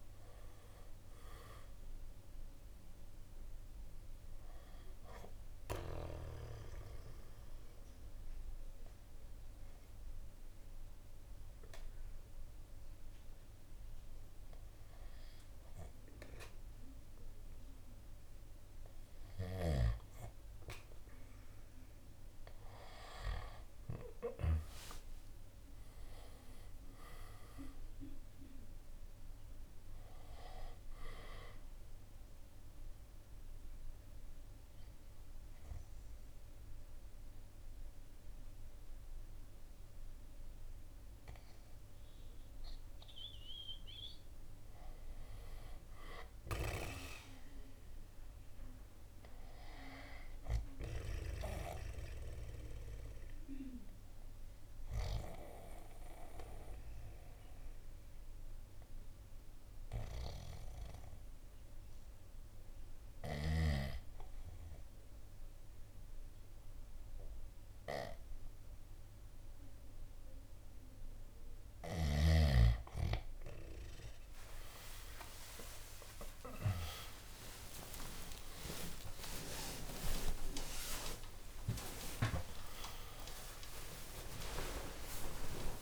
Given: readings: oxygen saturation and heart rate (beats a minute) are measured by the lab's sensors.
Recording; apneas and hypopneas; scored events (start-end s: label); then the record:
breathing in sleep by a room microphone; 3
0.00-8.00 s: drop in pulse transit time (device-marked, heart rate 63 extreme)
5.00-20.00 s: oxygen desaturation (device-marked, oxygen 97% before, 90% lowest, heart rate 64 before, 55 extreme)
6.00-20.00 s: central apnea (oxygen 97% before, 90% lowest, heart rate 64 before, 55 extreme, up 14 after)
23.00-26.00 s: arousal
25.00-51.00 s: oxygen desaturation (device-marked, oxygen 97% before, 90% lowest, heart rate 61 before, 58 extreme)
26.00-37.00 s: drop in pulse transit time (device-marked, heart rate 62 before, 65 extreme)
32.00-43.50 s: central apnea (oxygen 97% before, 87% lowest, heart rate 64 before, 60 extreme, up 5 after)
45.50-48.50 s: arousal
53.00-72.00 s: obstructive apnea (oxygen 97% before, 87% lowest, heart rate 63 before, 58 extreme)
73.00-85.82 s: oxygen desaturation (device-marked, oxygen 95% before, 90% lowest, heart rate 62 before, 89 extreme)
From the record:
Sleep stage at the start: N2 (light sleep); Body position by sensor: on the back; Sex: male